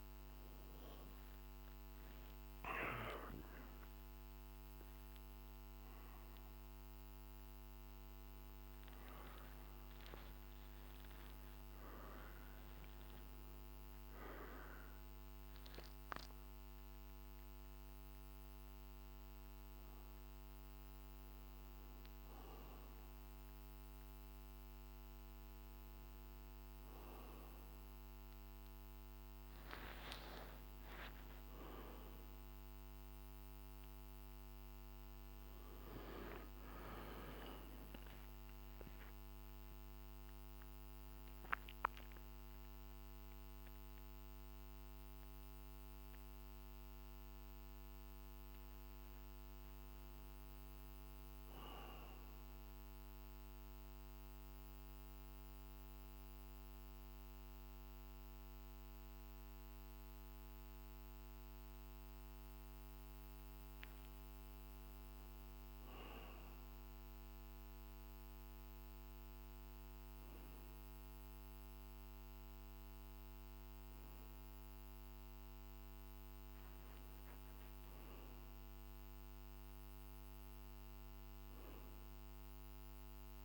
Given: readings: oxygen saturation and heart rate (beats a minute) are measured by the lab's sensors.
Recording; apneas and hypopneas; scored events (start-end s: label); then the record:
a person partly awake in a sleep study, by a microphone on the trachea; 1
28.50-83.45 s: new sleep stage, N1 (lightest sleep)
52.00-62.50 s: central apnea (oxygen 98% before, 96% lowest, heart rate 57 before, 49 extreme, up 10 after)
65.00-68.00 s: arousal
From the record:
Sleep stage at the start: awake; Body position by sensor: on the back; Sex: male